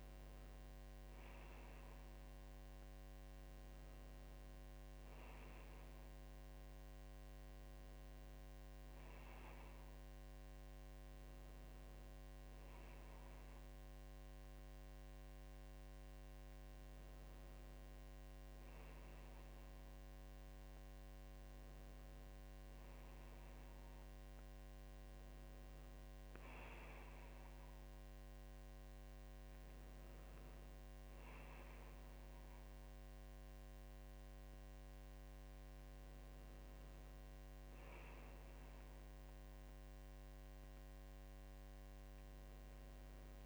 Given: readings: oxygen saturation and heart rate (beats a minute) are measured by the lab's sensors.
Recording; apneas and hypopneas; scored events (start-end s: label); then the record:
breathing in sleep, hard to hear, by a microphone on the trachea; none
none scored
From the record:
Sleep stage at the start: N2 (light sleep); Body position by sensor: on the back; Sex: female